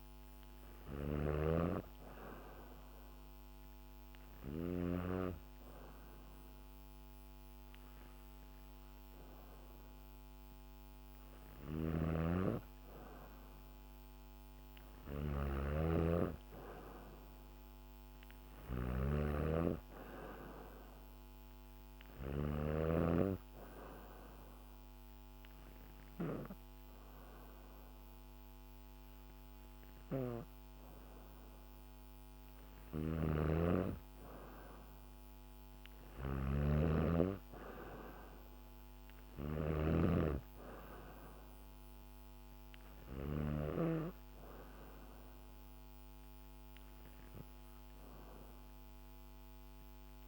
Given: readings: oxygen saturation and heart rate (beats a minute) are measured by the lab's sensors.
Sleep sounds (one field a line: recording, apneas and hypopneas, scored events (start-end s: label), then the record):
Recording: breathing in sleep by a microphone on the trachea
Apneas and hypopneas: 1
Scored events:
0.00-2.50 s: arousal
0.00-4.50 s: snoring (device-marked)
11.00-22.50 s: snoring (device-marked)
23.50-34.50 s: hypopnea (oxygen 95% before, 92% lowest, heart rate 70 before, 67 extreme, up 3 after)
32.00-43.50 s: snoring (device-marked)
39.00-42.50 s: arousal
From the record:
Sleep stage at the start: N2 (light sleep)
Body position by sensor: on the back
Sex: female